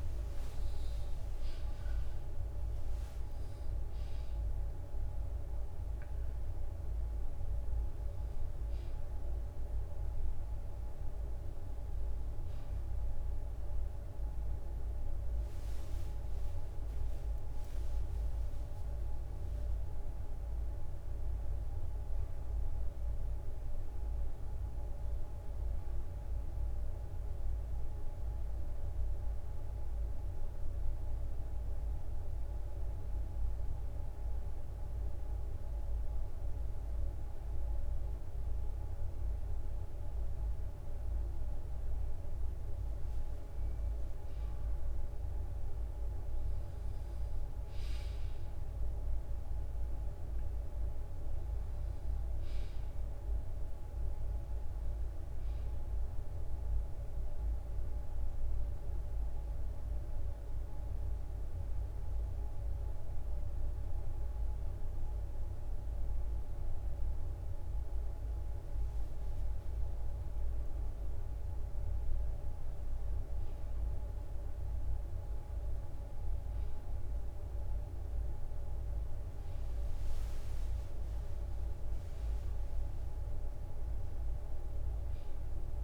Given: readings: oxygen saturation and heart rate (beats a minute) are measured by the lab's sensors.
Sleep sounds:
breathing in sleep, hard to hear, by a room microphone; 2
0.00-12.00 s: drop in pulse transit time (device-marked, heart rate 68 extreme)
0.00-21.00 s: oxygen desaturation (device-marked, oxygen 91% lowest, heart rate 64 extreme)
7.00-85.84 s: new sleep stage, N1 (lightest sleep)
24.50-27.50 s: arousal
29.50-42.00 s: obstructive apnea (oxygen 97% before, 93% lowest, heart rate 68 before, 63 extreme, up 4 after)
44.00-67.00 s: oxygen desaturation (device-marked, oxygen 96% before, 93% lowest, heart rate 66 before, 63 extreme)
47.00-51.50 s: arousal
47.00-61.00 s: drop in pulse transit time (device-marked, heart rate 66 before, 65 extreme)
60.00-70.00 s: hypopnea (oxygen 97% before, 93% lowest, heart rate 67 before, 64 extreme, up 4 after)
75.50-80.00 s: arousal
77.00-85.84 s: drop in pulse transit time (device-marked, heart rate 65 before, 67 extreme)
From the record:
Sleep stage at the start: N2 (light sleep); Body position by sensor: on the right side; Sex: male

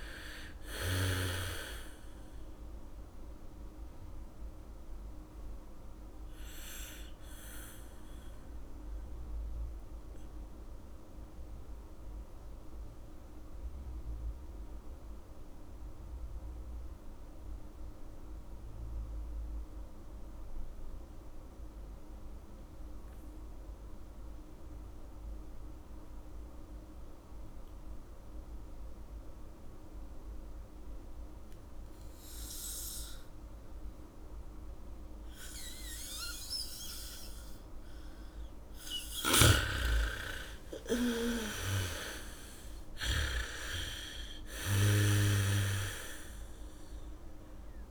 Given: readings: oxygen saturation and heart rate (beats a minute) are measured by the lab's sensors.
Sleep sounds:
breathing in sleep by a room microphone; 1
0.00-3.50 s: oxygen desaturation (device-marked, oxygen 83% lowest, heart rate 45 extreme)
5.00-39.50 s: mixed apnea (oxygen 99% before, 74% lowest, heart rate 57 before, 45 extreme, up 2 after)
5.50-18.50 s: oxygen desaturation (device-marked, oxygen 90% before, 74% lowest, heart rate 57 before, 45 extreme)
30.50-47.91 s: oxygen desaturation (device-marked, oxygen 99% before, 76% lowest, heart rate 75 before, 45 extreme)
32.50-44.50 s: bradycardia (device-marked, heart rate 69 before, 45 extreme)
41.00-45.00 s: arousal
From the record:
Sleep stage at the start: N2 (light sleep); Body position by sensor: on the back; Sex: female

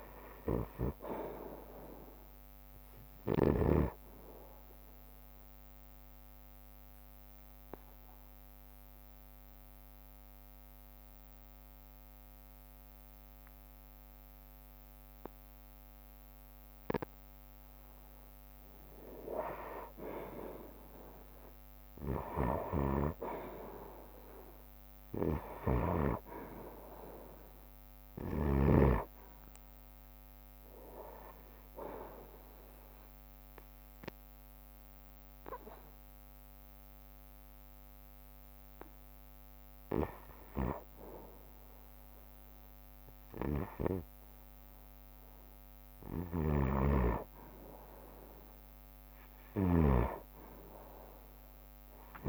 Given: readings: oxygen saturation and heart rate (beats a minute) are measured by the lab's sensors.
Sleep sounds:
breathing in sleep by a microphone on the trachea; 2
1.00-11.00 s: drop in pulse transit time (device-marked, heart rate 61 before, 63 extreme)
5.50-18.00 s: obstructive apnea (oxygen 97% before, 90% lowest, heart rate 61 before, 59 extreme, up 5 after)
14.00-23.00 s: oxygen desaturation (device-marked, oxygen 97% before, 92% lowest, heart rate 62 before, 60 extreme)
23.00-35.00 s: drop in pulse transit time (device-marked, heart rate 62 before, 62 extreme)
25.50-29.00 s: snoring (device-marked)
26.50-30.50 s: arousal
33.00-46.00 s: obstructive apnea (oxygen 97% before, 90% lowest, heart rate 63 before, 60 extreme, up 3 after)
39.00-51.00 s: oxygen desaturation (device-marked, oxygen 95% before, 90% lowest, heart rate 64 before, 60 extreme)
46.00-50.00 s: snoring (device-marked)
From the record:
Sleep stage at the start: N2 (light sleep); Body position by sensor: on the right side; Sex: male

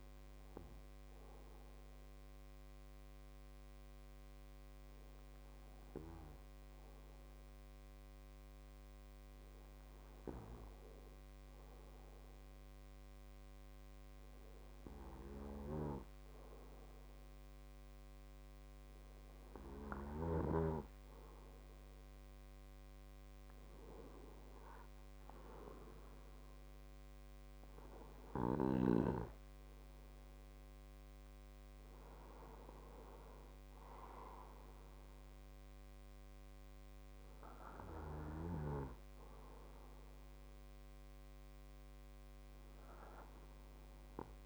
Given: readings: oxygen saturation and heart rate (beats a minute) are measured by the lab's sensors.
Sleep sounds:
breathing in sleep by a microphone on the trachea; none
none scored
From the record:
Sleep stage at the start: N2 (light sleep); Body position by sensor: on the right side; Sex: male

